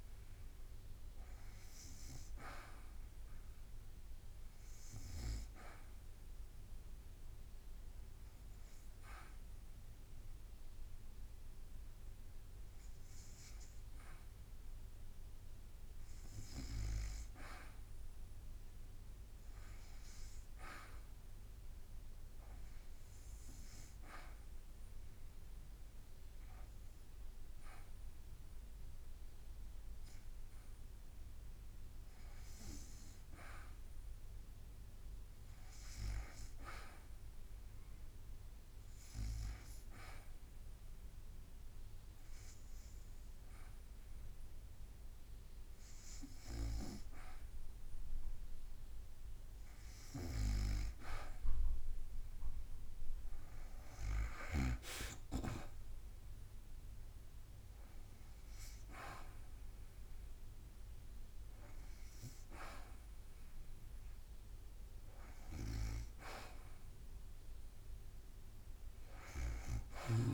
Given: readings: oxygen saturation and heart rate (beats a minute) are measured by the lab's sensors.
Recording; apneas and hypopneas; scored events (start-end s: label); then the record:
breathing in sleep by a room microphone; 2
5.00-16.00 s: hypopnea (oxygen 96% before, 87% lowest, heart rate 55 before, 56 extreme, up 1 after)
7.00-22.00 s: oxygen desaturation (device-marked, oxygen 96% before, 89% lowest, heart rate 56 before, 56 extreme)
12.00-20.00 s: drop in pulse transit time (device-marked, heart rate 56 before, 56 extreme)
21.50-26.50 s: arousal
30.00-40.00 s: drop in pulse transit time (device-marked, heart rate 56 before, 56 extreme)
33.00-48.00 s: oxygen desaturation (device-marked, oxygen 93% before, 88% lowest, heart rate 56 before, 57 extreme)
41.50-51.50 s: hypopnea (oxygen 93% before, 87% lowest, heart rate 57 before, 58 extreme, up 5 after)
50.00-56.00 s: oxygen desaturation (device-marked, oxygen 92% before, 89% lowest, heart rate 57 before, 59 extreme)
55.50-60.00 s: arousal
56.00-69.00 s: drop in pulse transit time (device-marked, heart rate 58 before, 60 extreme)
61.00-70.33 s: oxygen desaturation (device-marked, oxygen 91% before, 87% lowest, heart rate 59 before, 55 extreme)
From the record:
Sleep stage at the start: N2 (light sleep); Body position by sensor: on the back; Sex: female